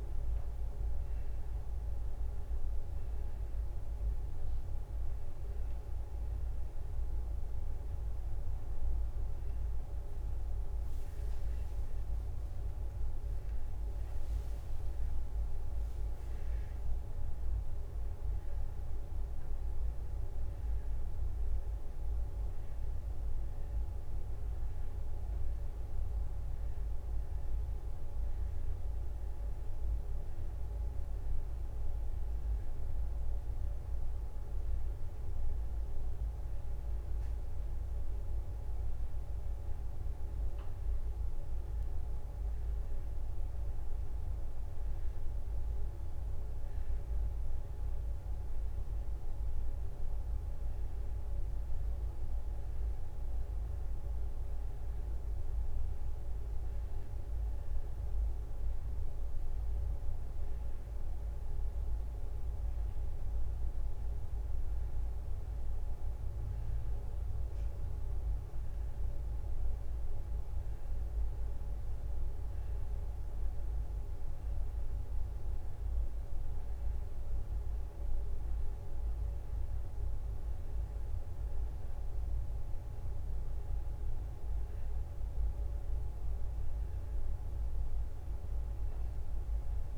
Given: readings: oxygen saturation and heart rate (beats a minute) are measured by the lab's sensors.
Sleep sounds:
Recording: a person awake in a sleep study, hard to hear, by a room microphone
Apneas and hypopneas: 1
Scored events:
0.00-4.00 s: leg movement (device-marked)
7.50-12.00 s: leg movement (device-marked)
14.00-20.00 s: leg movement (device-marked)
23.50-28.00 s: leg movement (device-marked)
23.50-85.50 s: hypopnea (oxygen 95% before, 92% lowest, heart rate 76 before, 69 extreme, up 1 after)
31.00-35.50 s: leg movement (device-marked)
38.50-45.50 s: leg movement (device-marked)
52.00-60.50 s: leg movement (device-marked)
64.00-69.50 s: leg movement (device-marked)
72.50-78.00 s: leg movement (device-marked)
81.50-87.50 s: leg movement (device-marked)
From the record:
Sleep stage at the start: awake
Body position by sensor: on the back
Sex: female

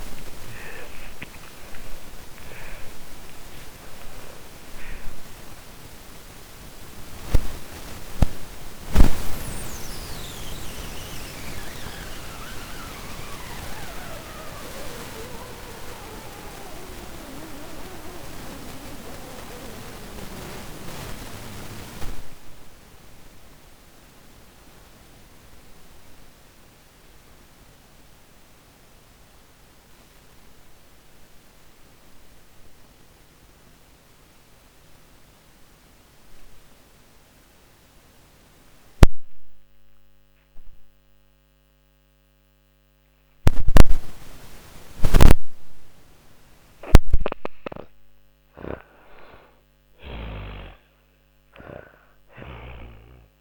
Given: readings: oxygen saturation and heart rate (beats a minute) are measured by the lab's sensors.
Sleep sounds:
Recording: breathing in sleep by a microphone on the trachea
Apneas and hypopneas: 1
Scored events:
0.00-24.50 s: oxygen desaturation (device-marked, oxygen 77% lowest, heart rate 43 extreme)
6.00-44.50 s: obstructive apnea (oxygen 98% before, 77% lowest, heart rate 104 before, 39 extreme, up 46 after)
37.50-53.41 s: oxygen desaturation (device-marked, oxygen 98% before, 79% lowest, heart rate 49 before, 39 extreme)
47.00-51.00 s: arousal
From the record:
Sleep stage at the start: N2 (light sleep)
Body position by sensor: on the back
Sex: female

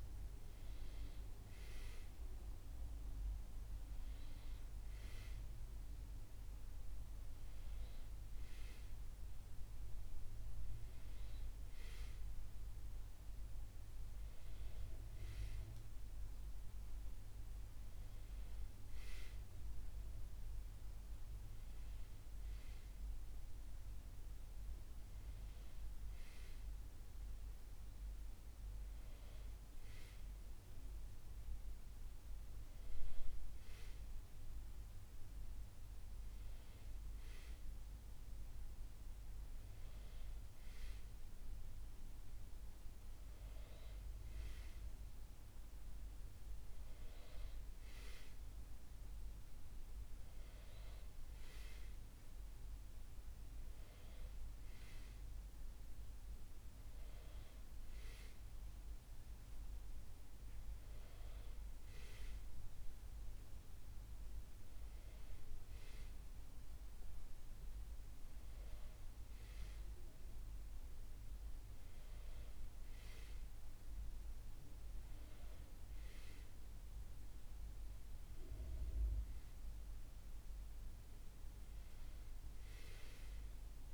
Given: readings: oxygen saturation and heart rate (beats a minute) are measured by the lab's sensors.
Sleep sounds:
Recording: breathing in sleep, hard to hear, by a room microphone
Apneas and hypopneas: none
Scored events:
58.00-83.93 s: new sleep stage, N2 (light sleep)
From the record:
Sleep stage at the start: N1 (lightest sleep)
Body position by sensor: on the back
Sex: male

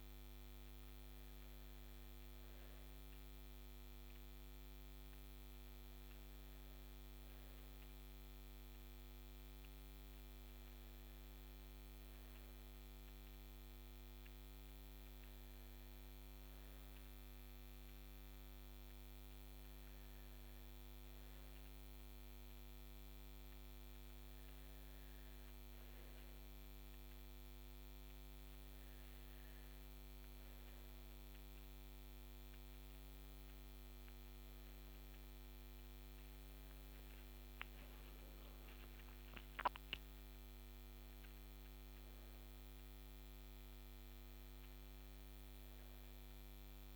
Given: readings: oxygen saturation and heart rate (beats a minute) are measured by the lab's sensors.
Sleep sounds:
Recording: breathing in sleep, hard to hear, by a microphone on the trachea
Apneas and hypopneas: none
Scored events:
42.00-46.95 s: new sleep stage, N1 (lightest sleep)
From the record:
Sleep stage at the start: N2 (light sleep)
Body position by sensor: on the back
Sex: female

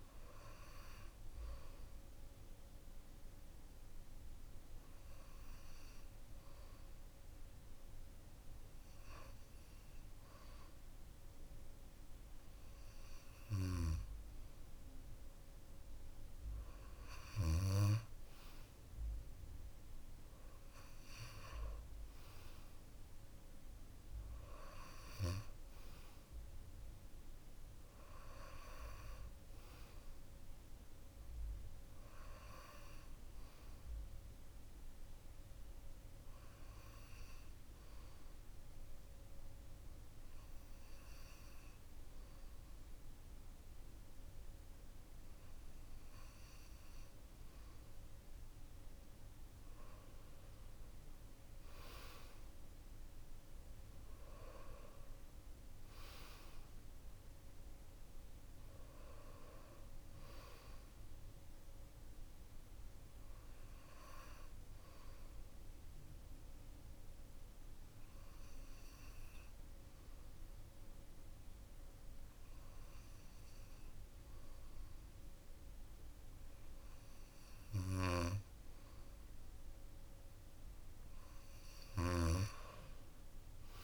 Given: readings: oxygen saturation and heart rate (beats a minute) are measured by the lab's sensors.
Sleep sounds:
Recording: breathing in sleep by a room microphone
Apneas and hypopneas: 3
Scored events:
0.00-10.00 s: oxygen desaturation (device-marked, oxygen 92% lowest, heart rate 52 extreme)
2.00-14.00 s: hypopnea (oxygen 97% before, 92% lowest, heart rate 64 before, 53 extreme, up 27 after)
19.50-23.50 s: arousal
36.00-46.50 s: hypopnea (oxygen 96% before, 92% lowest, heart rate 68 before, 53 extreme, up 3 after)
49.50-54.00 s: arousal
66.00-77.00 s: obstructive apnea (oxygen 96% before, 92% lowest, heart rate 68 before, 54 extreme, up 6 after)
From the record:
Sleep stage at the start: N2 (light sleep)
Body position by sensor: on the back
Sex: male

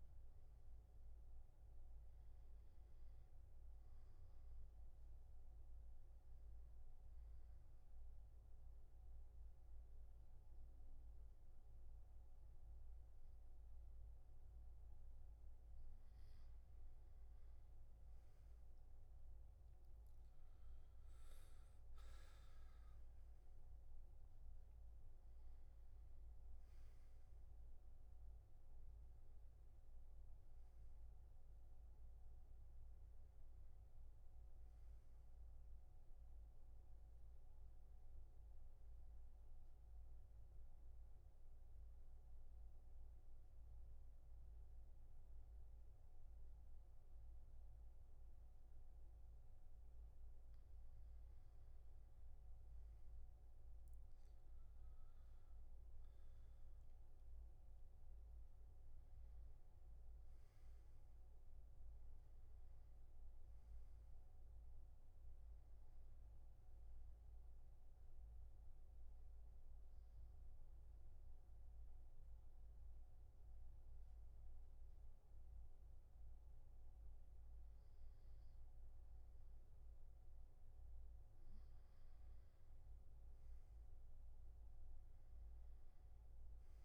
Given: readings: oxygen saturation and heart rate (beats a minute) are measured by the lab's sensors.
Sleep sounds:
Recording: breathing in sleep, hard to hear, by a room microphone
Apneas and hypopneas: 3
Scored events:
5.00-16.50 s: obstructive apnea (oxygen 97% before, 87% lowest, heart rate 73 before, 63 extreme, up 14 after)
19.00-23.00 s: arousal
19.50-39.50 s: oxygen desaturation (device-marked, oxygen 96% before, 87% lowest, heart rate 67 before, 63 extreme)
39.00-50.50 s: mixed apnea (oxygen 96% before, 92% lowest, heart rate 76 before, 63 extreme, up 5 after)
53.00-56.00 s: arousal
55.50-73.50 s: oxygen desaturation (device-marked, oxygen 99% before, 92% lowest, heart rate 67 before, 62 extreme)
69.50-79.50 s: obstructive apnea (oxygen 99% before, 92% lowest, heart rate 70 before, 62 extreme, up 7 after)
82.50-86.00 s: arousal
From the record:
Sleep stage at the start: N2 (light sleep)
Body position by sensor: on the back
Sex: male

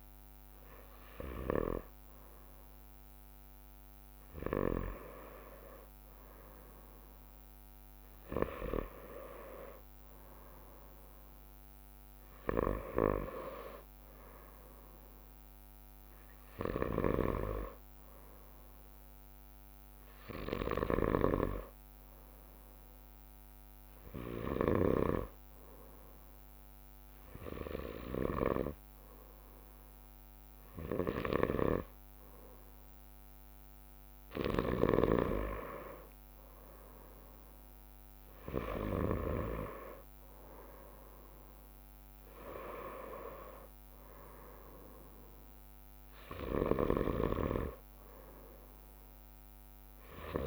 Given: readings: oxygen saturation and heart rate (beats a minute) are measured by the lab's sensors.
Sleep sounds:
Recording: breathing in sleep by a microphone on the trachea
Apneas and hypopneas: none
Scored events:
0.00-7.00 s: drop in pulse transit time (device-marked, heart rate 60 extreme)
4.00-50.47 s: new sleep stage, N2 (light sleep)
37.00-50.47 s: drop in pulse transit time (device-marked, heart rate 62 before, 60 extreme)
From the record:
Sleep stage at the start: N1 (lightest sleep)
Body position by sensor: on the right side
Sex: male

